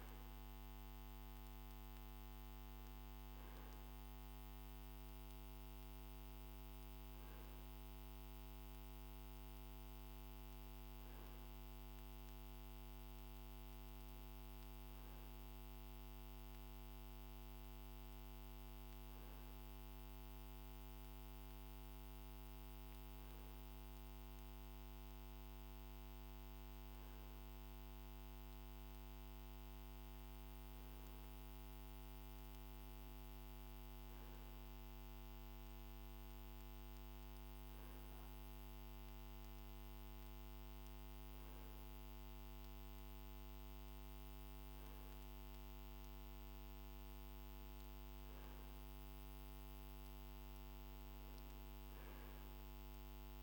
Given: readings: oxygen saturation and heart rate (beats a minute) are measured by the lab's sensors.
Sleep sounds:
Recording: breathing in sleep, hard to hear, by a microphone on the trachea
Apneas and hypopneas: none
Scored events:
10.00-53.43 s: new sleep stage, N2 (light sleep)
From the record:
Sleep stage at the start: N1 (lightest sleep)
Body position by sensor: on the right side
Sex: male

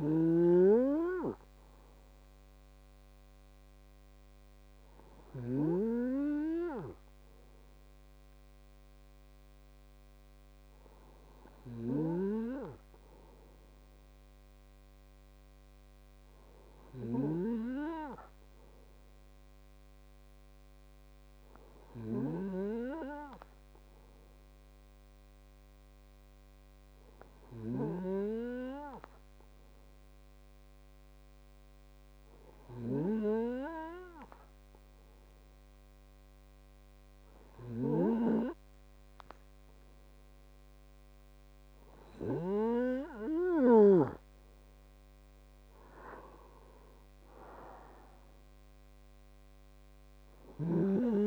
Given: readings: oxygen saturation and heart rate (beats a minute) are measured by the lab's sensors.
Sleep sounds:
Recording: breathing in sleep by a microphone on the trachea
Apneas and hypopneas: none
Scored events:
0.00-6.00 s: snoring (device-marked)
45.00-48.00 s: arousal
From the record:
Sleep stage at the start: N2 (light sleep)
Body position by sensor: on the right side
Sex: male

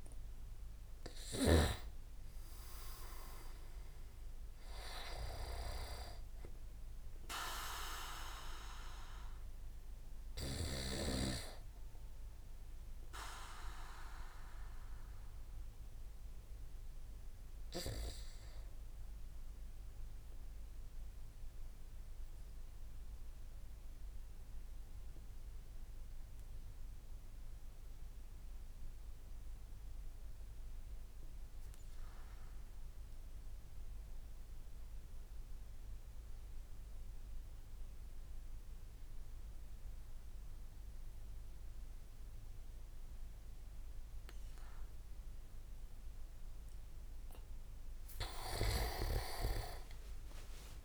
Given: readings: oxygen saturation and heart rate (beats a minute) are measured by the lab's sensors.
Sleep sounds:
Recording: breathing in sleep by a room microphone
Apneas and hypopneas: 1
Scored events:
0.00-4.50 s: oxygen desaturation (device-marked, oxygen 95% lowest)
13.00-46.50 s: mixed apnea (oxygen 98% before, 93% lowest)
39.50-50.85 s: oxygen desaturation (device-marked, oxygen 99% before, 93% lowest)
48.50-50.85 s: arousal
48.50-50.85 s: leg movement (device-marked)
From the record:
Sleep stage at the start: N2 (light sleep)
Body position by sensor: on the back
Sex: male

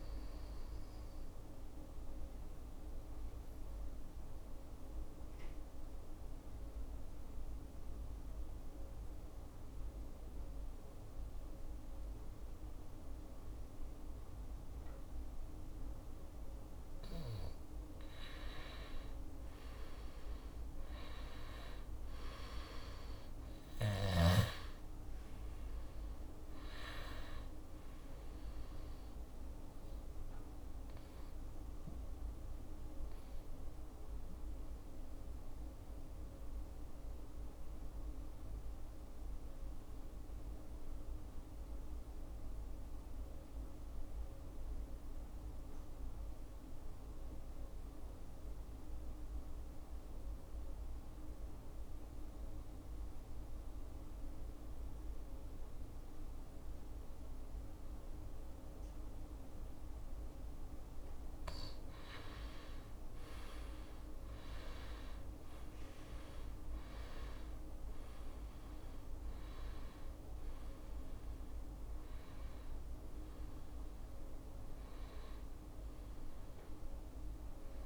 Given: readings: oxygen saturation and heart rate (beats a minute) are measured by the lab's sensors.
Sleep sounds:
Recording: breathing in sleep, hard to hear, by a room microphone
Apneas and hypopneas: 2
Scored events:
1.00-16.50 s: obstructive apnea (oxygen 100% before, 87% lowest, heart rate 63 before, 63 extreme, up 7 after)
11.00-48.00 s: oxygen desaturation (device-marked, oxygen 99% before, 87% lowest, heart rate 64 before, 63 extreme)
18.00-22.50 s: arousal
30.50-59.00 s: obstructive apnea (oxygen 99% before, 84% lowest, heart rate 68 before, 63 extreme, up 7 after)
58.00-77.86 s: oxygen desaturation (device-marked, oxygen 98% before, 84% lowest, heart rate 64 before, 62 extreme)
60.50-64.50 s: arousal
From the record:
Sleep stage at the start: N2 (light sleep)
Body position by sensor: on the back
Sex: male

